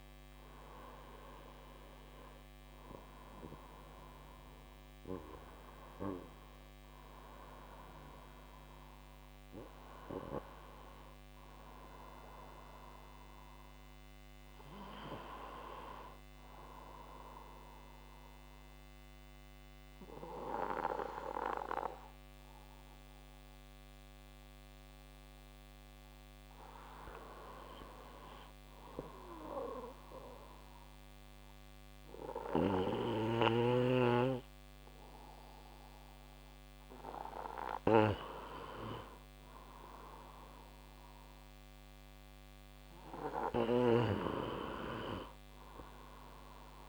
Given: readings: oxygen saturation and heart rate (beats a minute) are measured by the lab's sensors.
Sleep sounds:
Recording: breathing in sleep by a microphone on the trachea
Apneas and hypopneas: 1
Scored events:
0.00-4.50 s: arousal
17.00-28.00 s: obstructive apnea (oxygen 97% before, 93% lowest, heart rate 66 before, 63 extreme, up 6 after)
30.00-34.00 s: arousal
From the record:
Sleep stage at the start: N2 (light sleep)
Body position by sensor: on the right side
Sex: male

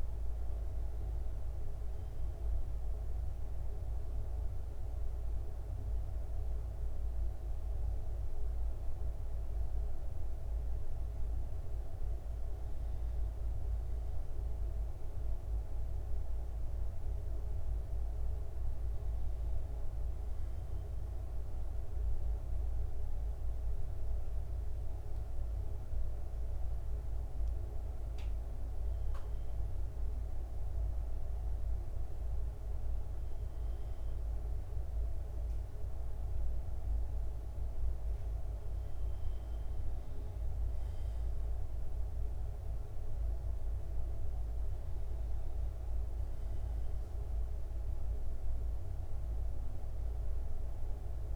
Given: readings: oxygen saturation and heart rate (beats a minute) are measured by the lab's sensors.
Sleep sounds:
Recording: breathing in sleep, hard to hear, by a room microphone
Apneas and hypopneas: 1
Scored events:
23.50-38.50 s: hypopnea (oxygen 98% before, 95% lowest, heart rate 67 before, 66 extreme, up 0 after)
39.50-51.36 s: new sleep stage, N1 (lightest sleep)
40.00-44.00 s: arousal
From the record:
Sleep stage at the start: N2 (light sleep)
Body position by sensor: on the right side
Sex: male

